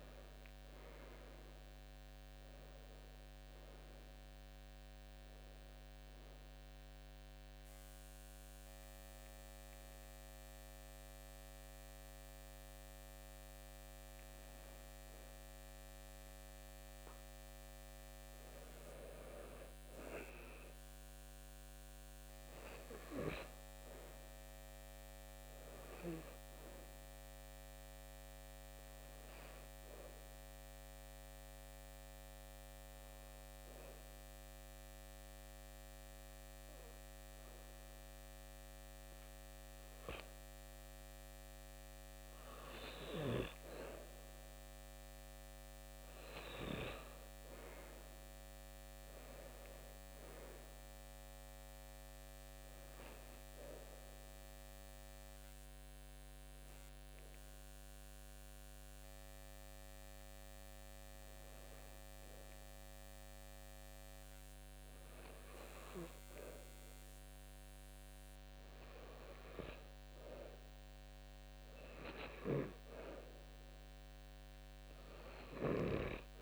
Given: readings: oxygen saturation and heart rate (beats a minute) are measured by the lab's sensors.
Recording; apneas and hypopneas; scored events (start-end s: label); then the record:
breathing in sleep by a microphone on the trachea; 3
0.00-1.00 s: arousal
2.00-24.00 s: oxygen desaturation (device-marked, oxygen 96% before, 91% lowest, heart rate 73 before, 67 extreme)
6.00-17.50 s: hypopnea (oxygen 96% before, 91% lowest, heart rate 73 before, 67 extreme, up 6 after)
20.50-24.50 s: arousal
29.00-41.50 s: obstructive apnea (oxygen 96% before, 91% lowest, heart rate 75 before, 67 extreme, up 7 after)
46.50-50.50 s: arousal
51.00-75.00 s: oxygen desaturation (device-marked, oxygen 94% before, 91% lowest, heart rate 71 before, 64 extreme)
53.50-65.50 s: hypopnea (oxygen 96% before, 91% lowest, heart rate 71 before, 64 extreme, up 5 after)
71.50-75.50 s: arousal
From the record:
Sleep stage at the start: N2 (light sleep); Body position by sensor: on the back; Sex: male